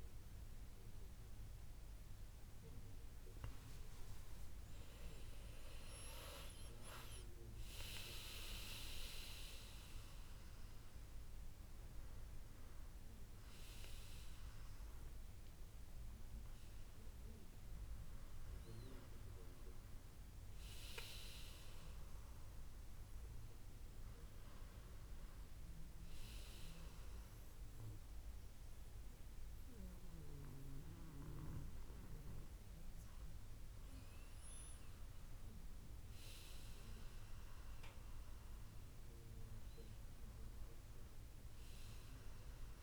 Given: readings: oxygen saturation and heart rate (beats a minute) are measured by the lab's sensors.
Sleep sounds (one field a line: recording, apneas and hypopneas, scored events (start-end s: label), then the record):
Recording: breathing in sleep by a room microphone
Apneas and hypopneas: none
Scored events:
1.00-31.00 s: new sleep stage, N1 (lightest sleep)
31.00-42.83 s: new sleep stage, N2 (light sleep)
From the record:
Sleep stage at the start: N2 (light sleep)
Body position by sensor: on the back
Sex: male